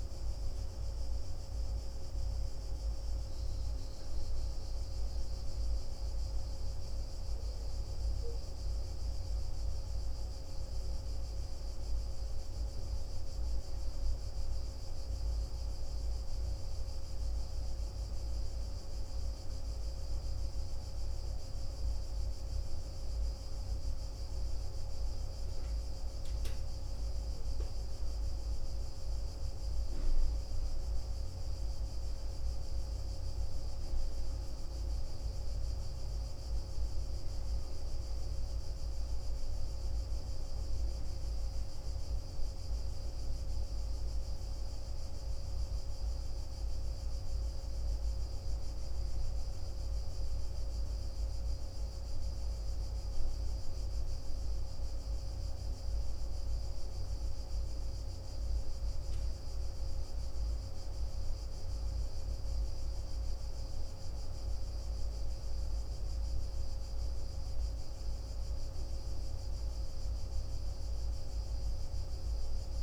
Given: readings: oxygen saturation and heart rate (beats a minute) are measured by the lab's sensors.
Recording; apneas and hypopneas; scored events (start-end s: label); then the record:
a person awake in a sleep study, hard to hear, by a room microphone; none
none scored
From the record:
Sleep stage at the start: awake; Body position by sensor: on the back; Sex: male